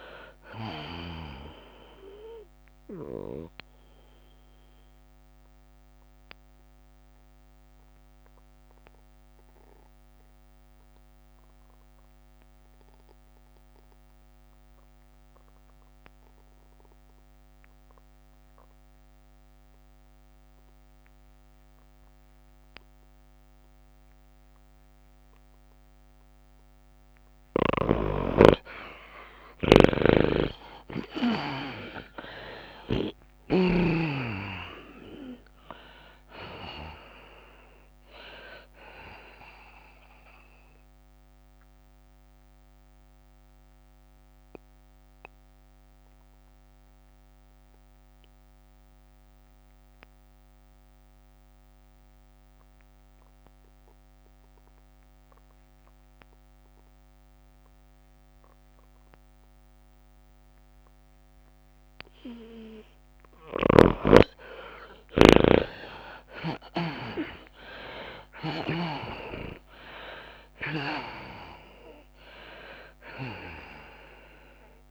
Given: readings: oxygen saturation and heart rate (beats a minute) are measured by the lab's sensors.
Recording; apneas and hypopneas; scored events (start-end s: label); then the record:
breathing in sleep by a microphone on the trachea; 2
0.00-8.50 s: tachycardia (device-marked, heart rate 107 extreme)
6.50-14.50 s: oxygen desaturation (device-marked, oxygen 98% before, 91% lowest, heart rate 104 before, 87 extreme)
7.00-26.50 s: obstructive apnea (oxygen 98% before, 77% lowest, heart rate 104 before, 87 extreme, up 12 after)
21.50-56.50 s: oxygen desaturation (device-marked, oxygen 95% before, 77% lowest, heart rate 100 before, 89 extreme)
29.00-34.50 s: snoring (device-marked)
30.50-34.00 s: arousal
32.50-48.50 s: tachycardia (device-marked, heart rate 102 before, 108 extreme)
33.50-49.50 s: drop in pulse transit time (device-marked, heart rate 92 before, 99 extreme)
43.00-63.50 s: mixed apnea (oxygen 95% before, 77% lowest, heart rate 96 before, 97 extreme, up 8 after)
61.50-74.91 s: tachycardia (device-marked, heart rate 103 before, 109 extreme)
65.50-74.91 s: oxygen desaturation (device-marked, oxygen 98% before, 78% lowest, heart rate 100 before, 96 extreme)
66.00-68.50 s: arousal
68.50-74.91 s: drop in pulse transit time (device-marked, heart rate 99 before, 103 extreme)
From the record:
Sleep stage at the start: N2 (light sleep); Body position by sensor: on the back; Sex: female